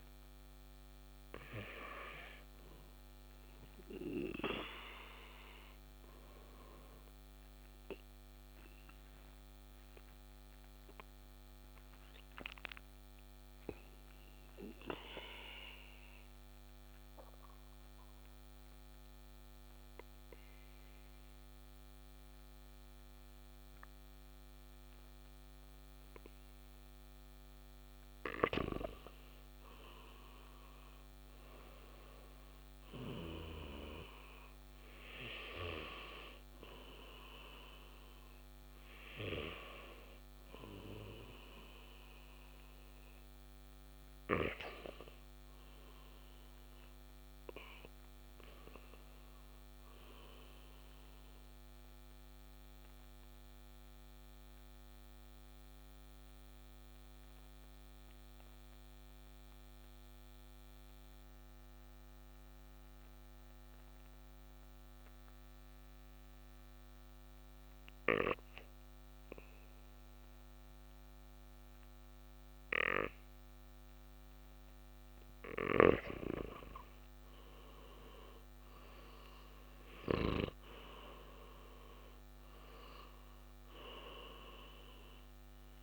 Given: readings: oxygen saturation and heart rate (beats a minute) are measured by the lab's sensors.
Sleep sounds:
breathing in sleep by a microphone on the trachea; 2
1.00-5.50 s: arousal
9.00-27.50 s: obstructive apnea (oxygen 98% before, 93% lowest, heart rate 59 before, 56 extreme, up 4 after)
31.00-35.00 s: arousal
32.50-53.50 s: oxygen desaturation (device-marked, oxygen 97% before, 93% lowest, heart rate 58 before, 54 extreme)
50.50-73.50 s: obstructive apnea (oxygen 97% before, 93% lowest, heart rate 58 before, 54 extreme, up 4 after)
73.50-81.50 s: oxygen desaturation (device-marked, oxygen 97% before, 94% lowest, heart rate 56 before, 51 extreme)
75.50-80.00 s: snoring (device-marked)
75.50-80.50 s: arousal
From the record:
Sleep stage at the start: N2 (light sleep); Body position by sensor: on the right side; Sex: male

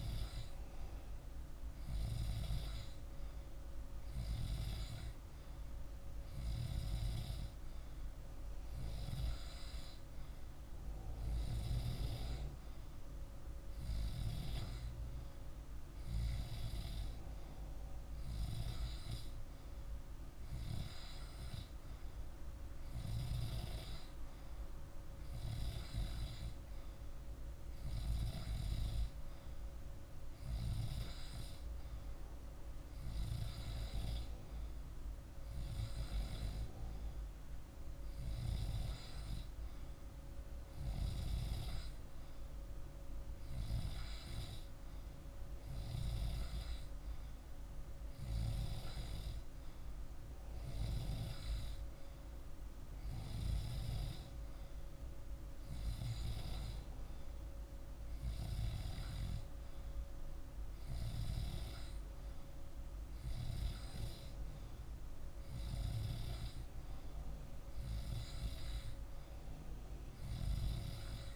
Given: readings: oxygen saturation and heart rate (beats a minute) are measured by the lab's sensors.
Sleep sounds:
breathing in sleep by a room microphone; none
none scored
From the record:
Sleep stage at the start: N2 (light sleep); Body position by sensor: on the back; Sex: male

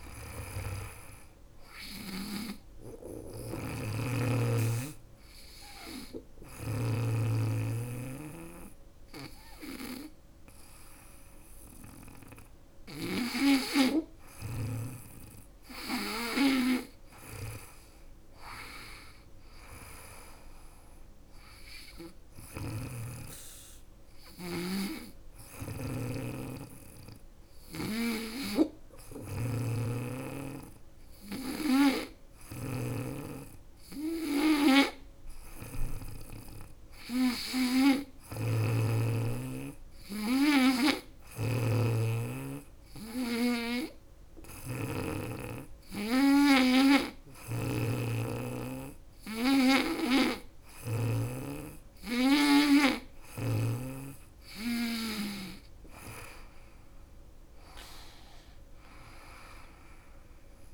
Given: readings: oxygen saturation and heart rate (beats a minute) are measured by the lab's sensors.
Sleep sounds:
breathing in sleep by a room microphone; 1
2.00-6.00 s: snoring (device-marked)
2.00-12.50 s: hypopnea (oxygen 98% before, 96% lowest, heart rate 79 before, 76 extreme, up 7 after)
15.50-18.50 s: arousal
21.50-50.50 s: snoring (device-marked)
55.00-58.50 s: arousal
From the record:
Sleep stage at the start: N2 (light sleep); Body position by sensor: on the back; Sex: female

